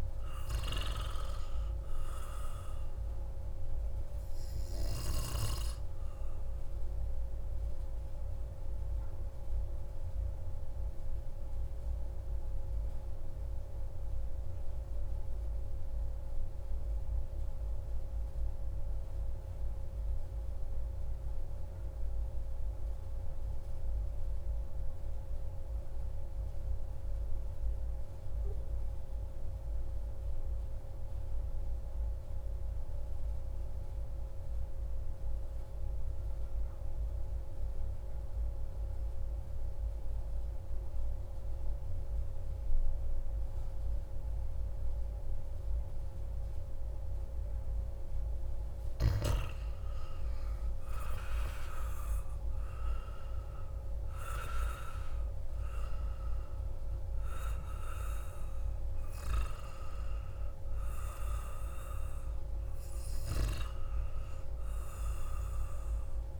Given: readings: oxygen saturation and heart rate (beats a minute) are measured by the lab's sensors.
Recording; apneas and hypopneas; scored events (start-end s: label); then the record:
breathing in sleep by a room microphone; 1
0.00-13.50 s: oxygen desaturation (device-marked, oxygen 90% lowest)
8.50-48.00 s: mixed apnea (oxygen 95% before, 92% lowest)
38.50-66.40 s: oxygen desaturation (device-marked, oxygen 97% before, 92% lowest)
49.00-53.00 s: arousal
From the record:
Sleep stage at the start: N2 (light sleep); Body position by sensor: on the back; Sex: male